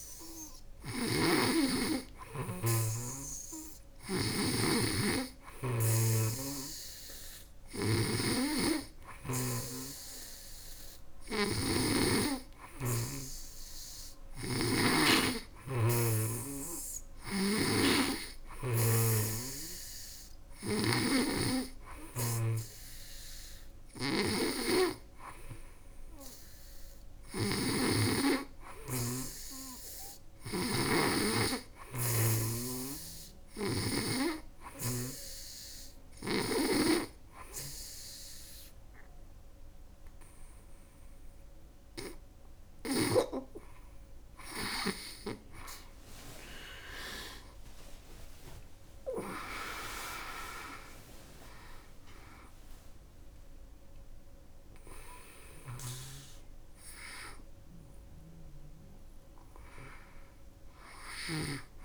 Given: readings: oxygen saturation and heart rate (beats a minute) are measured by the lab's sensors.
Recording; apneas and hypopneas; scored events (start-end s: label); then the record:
breathing in sleep by a room microphone; none
0.00-11.50 s: snoring (device-marked)
13.50-33.50 s: snoring (device-marked)
55.00-61.85 s: snoring (device-marked)
From the record:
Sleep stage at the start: N2 (light sleep); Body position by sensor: on the back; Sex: female